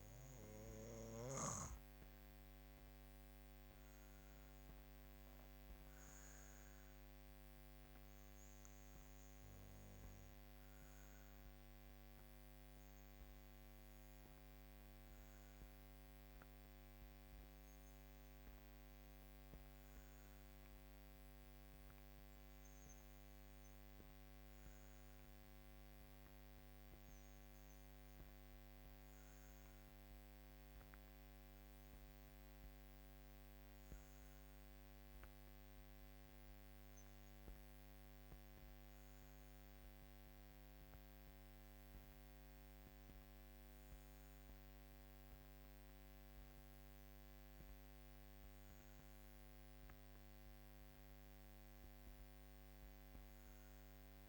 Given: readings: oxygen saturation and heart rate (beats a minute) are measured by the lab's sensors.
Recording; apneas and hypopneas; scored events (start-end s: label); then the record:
breathing in sleep, hard to hear, by a microphone on the trachea; none
0.00-2.00 s: arousal
6.00-27.00 s: oxygen desaturation (device-marked, oxygen 94% before, 91% lowest, heart rate 57 before, 51 extreme)
From the record:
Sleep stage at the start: N2 (light sleep); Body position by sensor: on the back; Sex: female